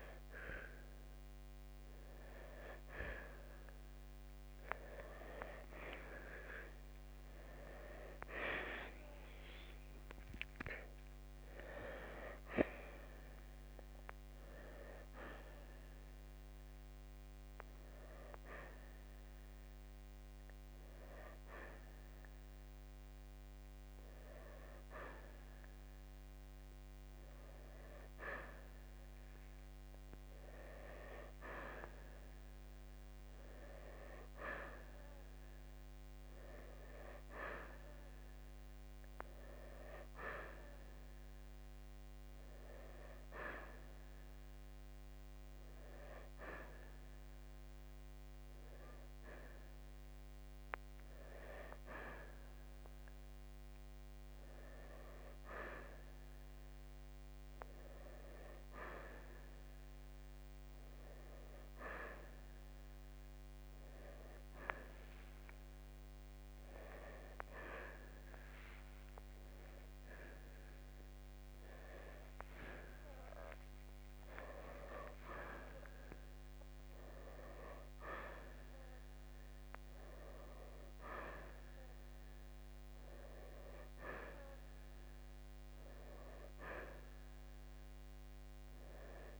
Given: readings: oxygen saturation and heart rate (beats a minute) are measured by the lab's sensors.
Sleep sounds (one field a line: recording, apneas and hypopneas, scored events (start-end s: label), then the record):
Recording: breathing in sleep by a microphone on the trachea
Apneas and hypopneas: none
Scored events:
11.00-15.00 s: arousal
70.50-75.00 s: arousal
From the record:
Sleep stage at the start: N2 (light sleep)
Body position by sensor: on the right side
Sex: male